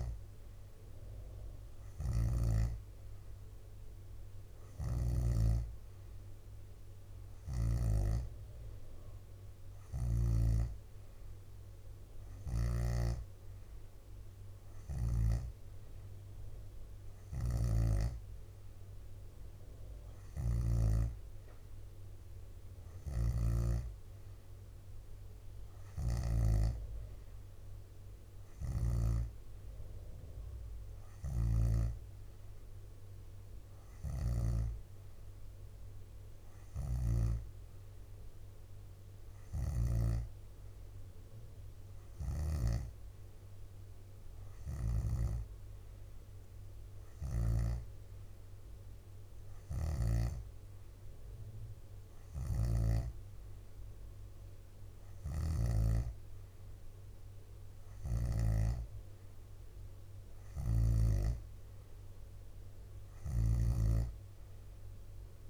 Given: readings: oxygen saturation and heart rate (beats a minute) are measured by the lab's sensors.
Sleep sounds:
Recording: breathing in sleep by a room microphone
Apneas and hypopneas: none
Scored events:
4.50-8.00 s: snoring (device-marked)
7.00-9.00 s: leg movement (device-marked)
11.50-16.00 s: leg movement (device-marked)
17.00-18.00 s: leg movement (device-marked)
20.00-26.50 s: snoring (device-marked)
25.50-27.00 s: leg movement (device-marked)
31.00-40.00 s: snoring (device-marked)
39.00-41.00 s: leg movement (device-marked)
42.00-43.00 s: leg movement (device-marked)
49.50-53.00 s: snoring (device-marked)
52.00-59.50 s: leg movement (device-marked)
55.00-58.50 s: snoring (device-marked)
63.00-65.00 s: leg movement (device-marked)
63.00-65.50 s: snoring (device-marked)
From the record:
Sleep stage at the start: N3 (deep sleep)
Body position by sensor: on the back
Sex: female

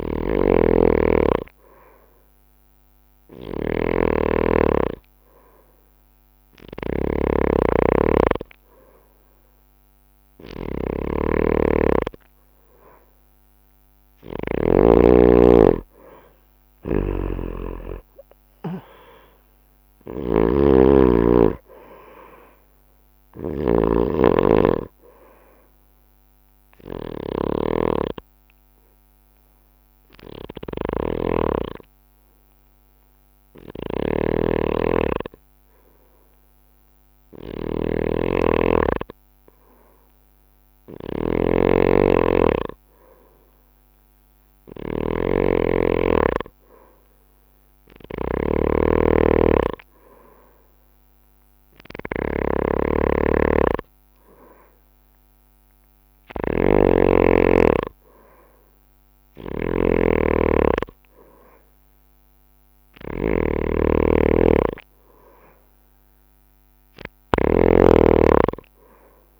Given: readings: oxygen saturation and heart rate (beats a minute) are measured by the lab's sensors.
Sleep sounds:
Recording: breathing in sleep by a microphone on the trachea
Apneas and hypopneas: 1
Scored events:
0.00-15.00 s: snoring (device-marked)
0.00-17.00 s: oxygen desaturation (device-marked, oxygen 92% lowest)
17.00-69.40 s: snoring (device-marked)
23.50-26.50 s: arousal
28.00-39.00 s: hypopnea (oxygen 93% before, 92% lowest)
41.50-45.50 s: arousal
49.00-69.40 s: oxygen desaturation (device-marked, oxygen 98% before, 92% lowest)
From the record:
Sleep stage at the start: N2 (light sleep)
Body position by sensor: on the right side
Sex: male

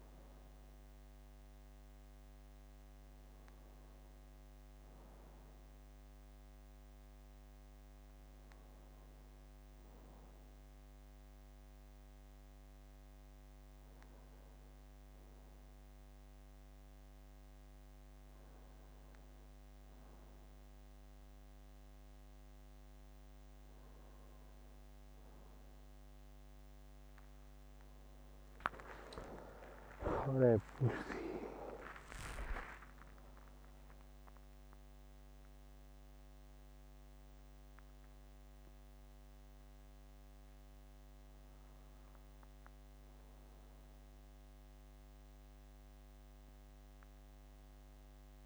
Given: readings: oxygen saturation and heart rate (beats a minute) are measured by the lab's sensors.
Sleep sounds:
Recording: a person partly awake in a sleep study, by a microphone on the trachea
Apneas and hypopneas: none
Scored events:
34.00-48.46 s: new sleep stage, awake
From the record:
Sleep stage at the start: N2 (light sleep)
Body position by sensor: on the back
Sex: male

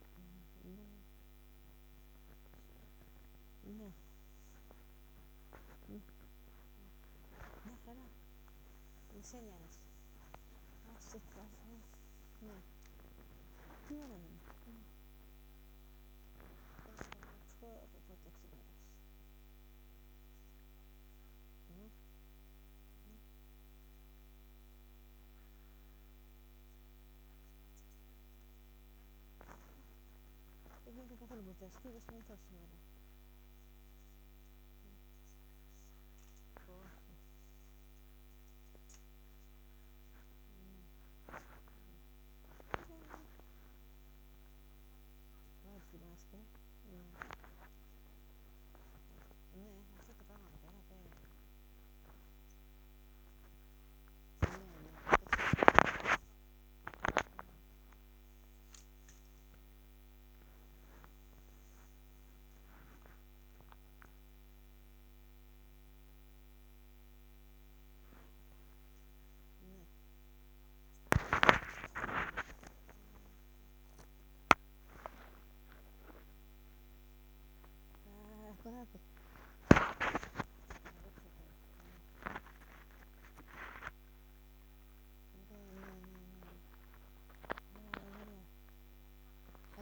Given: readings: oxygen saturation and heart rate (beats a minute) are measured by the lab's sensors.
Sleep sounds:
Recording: a person awake in a sleep study, by a microphone on the trachea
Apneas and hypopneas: none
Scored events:
5.00-20.00 s: oxygen desaturation (device-marked, oxygen 96% before, 93% lowest, heart rate 71 before, 66 extreme)
87.00-89.82 s: snoring (device-marked)
From the record:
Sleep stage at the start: awake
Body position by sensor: on the back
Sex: female

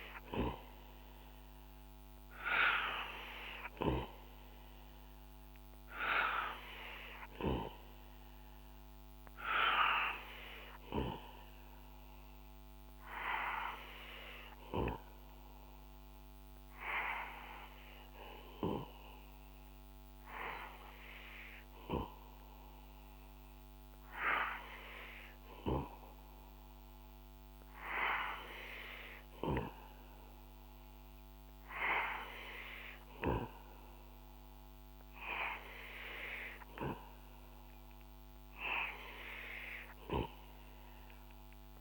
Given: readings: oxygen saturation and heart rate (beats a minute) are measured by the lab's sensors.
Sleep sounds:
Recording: breathing in sleep by a microphone on the trachea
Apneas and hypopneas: none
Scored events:
none scored
From the record:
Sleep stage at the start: N2 (light sleep)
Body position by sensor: on the back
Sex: male

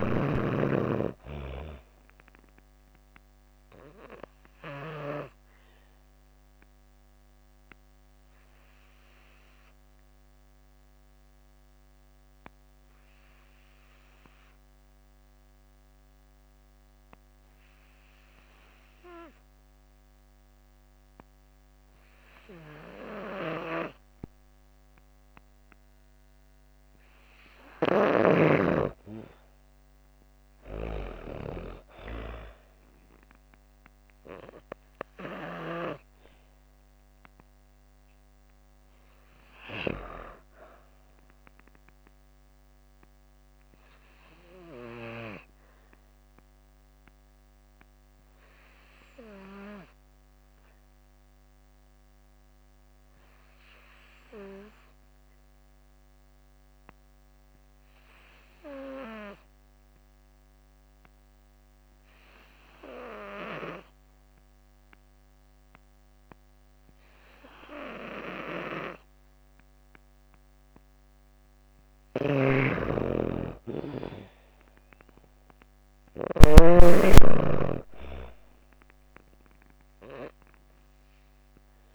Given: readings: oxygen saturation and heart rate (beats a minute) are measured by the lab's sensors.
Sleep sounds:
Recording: breathing in sleep by a microphone on the trachea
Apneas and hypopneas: 2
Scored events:
0.00-20.50 s: oxygen desaturation (device-marked, oxygen 87% lowest)
6.00-23.50 s: obstructive apnea (oxygen 99% before, 85% lowest)
26.00-29.50 s: arousal
32.50-55.50 s: oxygen desaturation (device-marked, oxygen 97% before, 86% lowest)
43.00-67.50 s: obstructive apnea (oxygen 97% before, 83% lowest)
68.50-81.95 s: oxygen desaturation (device-marked, oxygen 97% before, 84% lowest)
70.00-74.00 s: arousal
71.00-75.50 s: snoring (device-marked)
From the record:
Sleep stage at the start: N2 (light sleep)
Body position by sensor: on the back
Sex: female

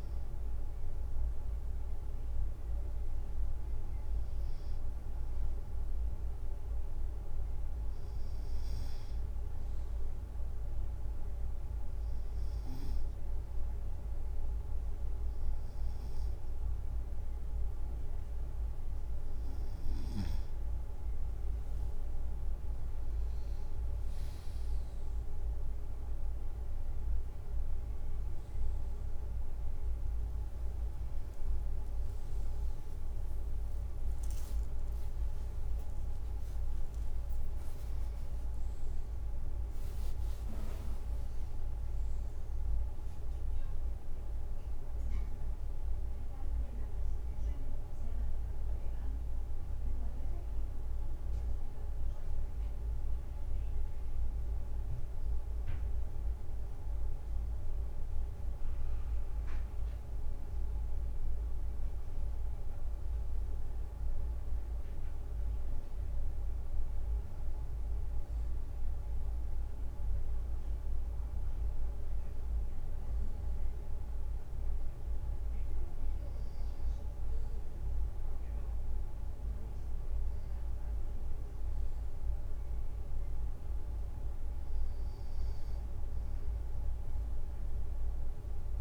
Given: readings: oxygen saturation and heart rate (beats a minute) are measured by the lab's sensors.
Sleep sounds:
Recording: a person partly awake in a sleep study, hard to hear, by a room microphone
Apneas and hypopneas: 1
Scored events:
1.50-6.00 s: arousal
11.00-22.50 s: hypopnea (oxygen 97% before, 96% lowest, heart rate 56 before, 54 extreme, up 6 after)
21.50-22.50 s: leg movement (device-marked)
23.50-25.00 s: leg movement (device-marked)
27.00-57.00 s: new sleep stage, awake
34.00-36.50 s: leg movement (device-marked)
37.50-39.00 s: leg movement (device-marked)
39.50-41.00 s: leg movement (device-marked)
57.00-87.00 s: new sleep stage, N1 (lightest sleep)
87.00-88.81 s: new sleep stage, N2 (light sleep)
From the record:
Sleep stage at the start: N2 (light sleep)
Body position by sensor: on the right side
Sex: male

